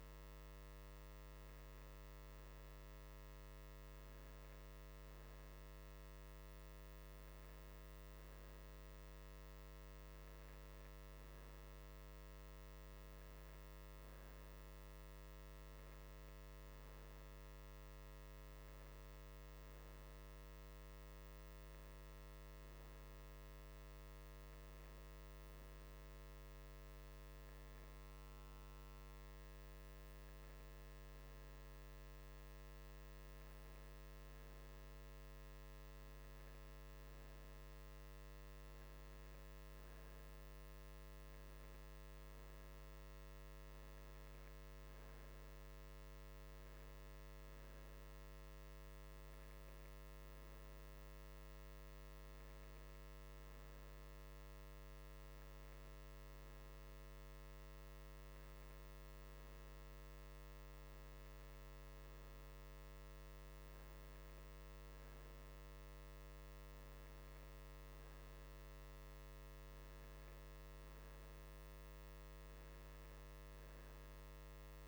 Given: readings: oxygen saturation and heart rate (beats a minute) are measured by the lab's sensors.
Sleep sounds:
breathing in sleep, hard to hear, by a microphone on the trachea; none
none scored
From the record:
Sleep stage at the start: N2 (light sleep); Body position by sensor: on the right side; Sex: male

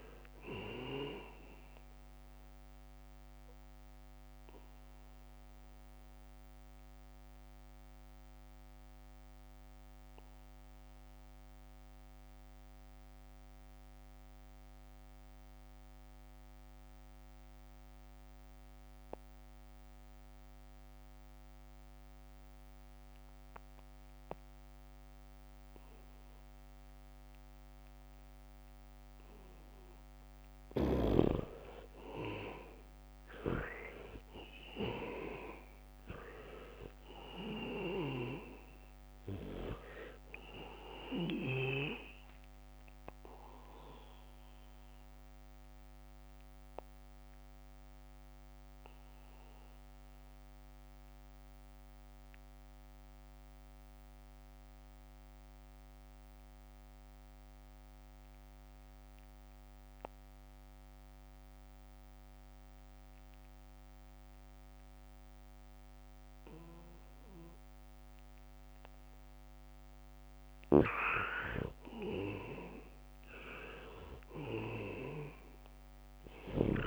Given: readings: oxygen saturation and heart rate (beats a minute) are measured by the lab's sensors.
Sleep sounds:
breathing in sleep by a microphone on the trachea; 2
0.00-4.50 s: leg movement (device-marked)
0.00-15.50 s: oxygen desaturation (device-marked, oxygen 78% lowest, heart rate 64 extreme)
5.50-29.00 s: mixed apnea (oxygen 98% before, 76% lowest, heart rate 70 before, 64 extreme)
17.50-26.50 s: leg movement (device-marked)
22.50-57.50 s: oxygen desaturation (device-marked, oxygen 99% before, 76% lowest, heart rate 74 before, 63 extreme)
31.50-33.00 s: leg movement (device-marked)
36.00-40.00 s: arousal
44.50-70.50 s: mixed apnea (oxygen 99% before, 76% lowest, heart rate 71 before, 63 extreme, up 6 after)
63.00-65.50 s: leg movement (device-marked)
65.50-76.87 s: oxygen desaturation (device-marked, oxygen 99% before, 78% lowest, heart rate 74 before, 63 extreme)
71.00-76.87 s: snoring (device-marked)
73.00-76.50 s: arousal
From the record:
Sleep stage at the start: N2 (light sleep); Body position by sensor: on the back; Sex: male

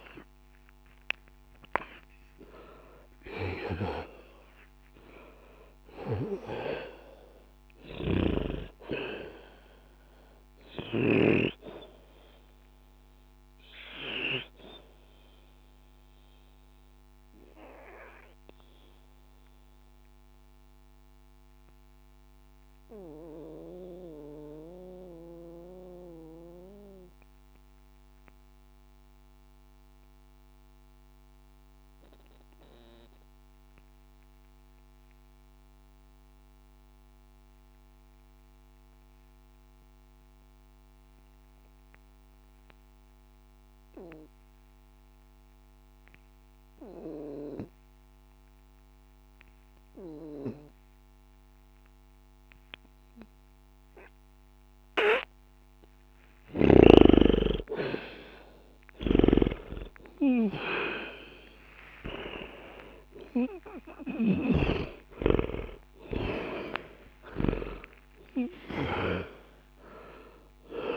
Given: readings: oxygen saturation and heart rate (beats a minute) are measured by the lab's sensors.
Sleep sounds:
breathing in sleep by a microphone on the trachea; 1
0.00-7.00 s: oxygen desaturation (device-marked, oxygen 89% lowest, heart rate 60 extreme)
9.00-36.00 s: oxygen desaturation (device-marked, oxygen 91% before, 75% lowest, heart rate 60 before, 60 extreme)
13.00-59.00 s: obstructive apnea (oxygen 95% before, 75% lowest, heart rate 60 before, 60 extreme, up 0 after)
53.00-70.96 s: oxygen desaturation (device-marked, oxygen 99% before, 77% lowest, heart rate 60 before, 59 extreme)
61.50-65.50 s: arousal
From the record:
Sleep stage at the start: N2 (light sleep); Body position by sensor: on the back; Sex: male

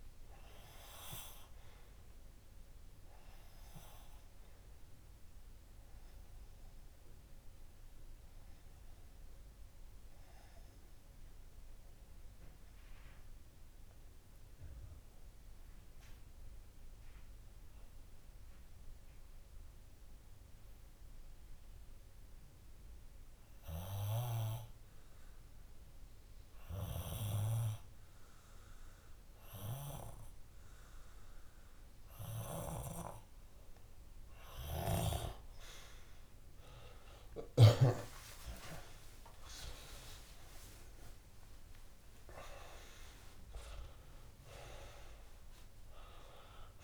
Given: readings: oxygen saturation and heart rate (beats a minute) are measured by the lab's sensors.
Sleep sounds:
breathing in sleep by a room microphone; 1
0.00-5.00 s: oxygen desaturation (device-marked, oxygen 92% lowest)
7.50-34.00 s: obstructive apnea (oxygen 96% before, 92% lowest)
36.50-41.00 s: arousal
From the record:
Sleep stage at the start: REM sleep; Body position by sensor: on the left side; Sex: male

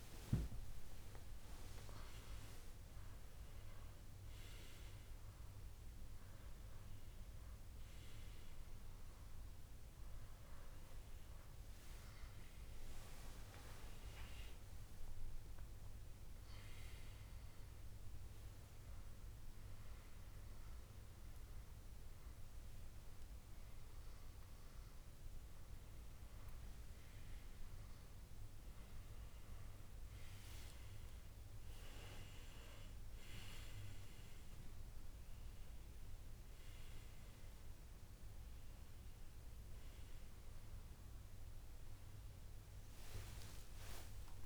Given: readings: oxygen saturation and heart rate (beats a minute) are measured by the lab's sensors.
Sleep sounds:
a person awake in a sleep study, by a room microphone; none
0.00-3.50 s: oxygen desaturation (device-marked, oxygen 93% lowest, heart rate 72 extreme)
From the record:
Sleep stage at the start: awake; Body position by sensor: on the back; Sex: male

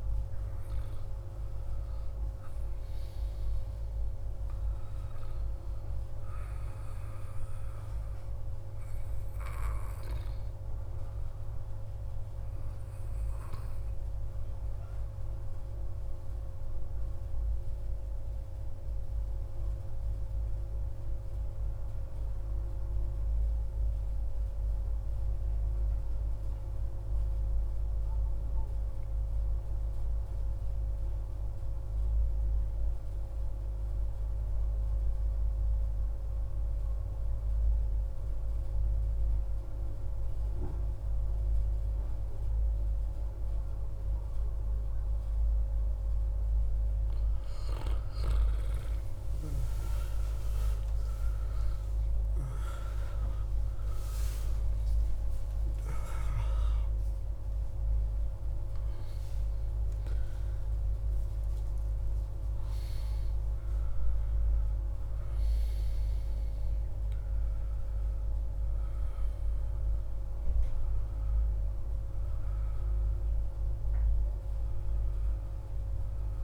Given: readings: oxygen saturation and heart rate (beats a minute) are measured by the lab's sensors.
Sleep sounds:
breathing in sleep, hard to hear, by a room microphone; 1
1.50-76.44 s: new sleep stage, N2 (light sleep)
16.00-46.00 s: obstructive apnea (oxygen 97% before, 90% lowest, heart rate 62 before, 61 extreme)
47.50-54.00 s: arousal
From the record:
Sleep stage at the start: N1 (lightest sleep); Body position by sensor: on the back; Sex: male

